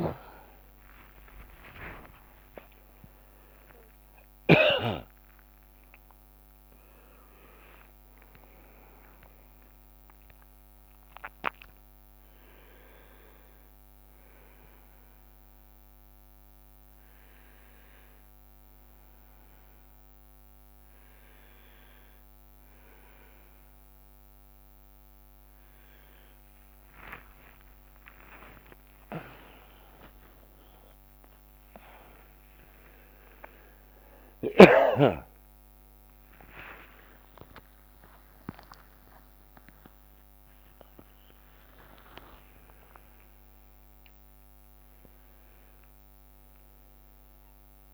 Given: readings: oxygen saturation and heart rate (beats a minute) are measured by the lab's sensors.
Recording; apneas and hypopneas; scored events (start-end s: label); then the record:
a person awake in a sleep study, by a microphone on the trachea; none
40.00-42.50 s: leg movement (device-marked)
From the record:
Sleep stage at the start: awake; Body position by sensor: on the back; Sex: male